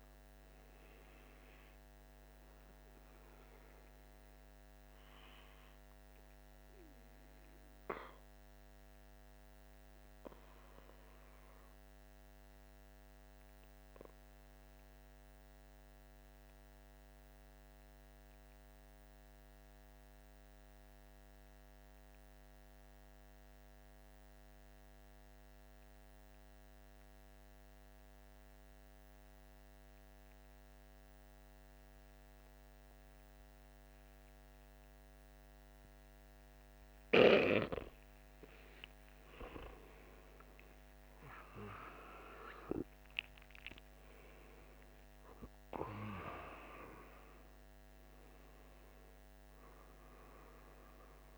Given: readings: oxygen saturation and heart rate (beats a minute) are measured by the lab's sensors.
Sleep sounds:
breathing in sleep by a microphone on the trachea; 1
0.00-16.00 s: oxygen desaturation (device-marked, oxygen 91% lowest, heart rate 48 extreme)
10.50-38.00 s: mixed apnea (oxygen 97% before, 90% lowest, heart rate 55 before, 48 extreme, up 15 after)
32.00-51.38 s: oxygen desaturation (device-marked, oxygen 99% before, 90% lowest, heart rate 49 before, 48 extreme)
39.00-44.50 s: arousal
From the record:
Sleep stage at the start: N2 (light sleep); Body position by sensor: on the back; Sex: male

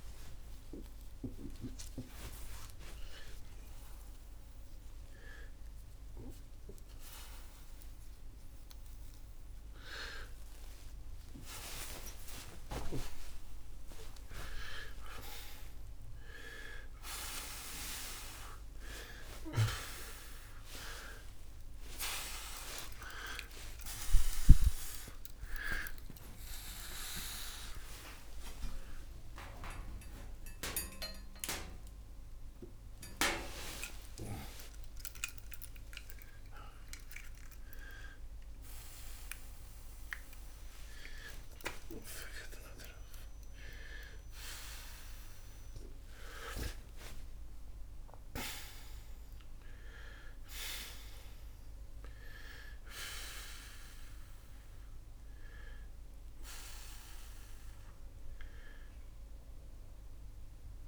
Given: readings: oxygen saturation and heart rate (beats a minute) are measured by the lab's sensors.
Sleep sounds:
a person awake in a sleep study, by a room microphone; none
none scored
From the record:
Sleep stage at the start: awake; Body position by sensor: on the back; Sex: male

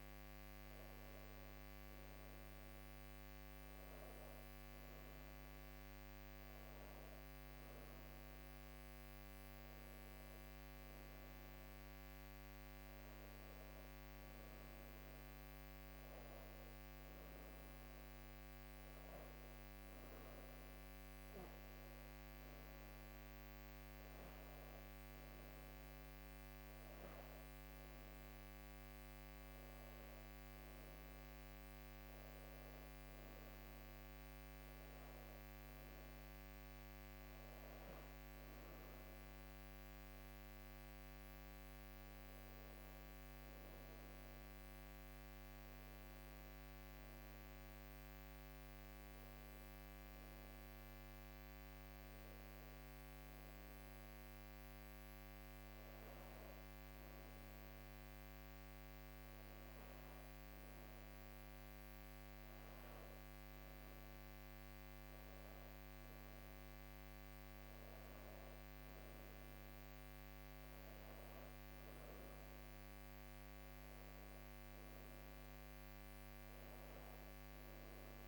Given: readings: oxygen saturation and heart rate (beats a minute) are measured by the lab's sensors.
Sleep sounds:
breathing in sleep, hard to hear, by a microphone on the trachea; none
none scored
From the record:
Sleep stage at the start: N2 (light sleep); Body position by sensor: on the back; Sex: female

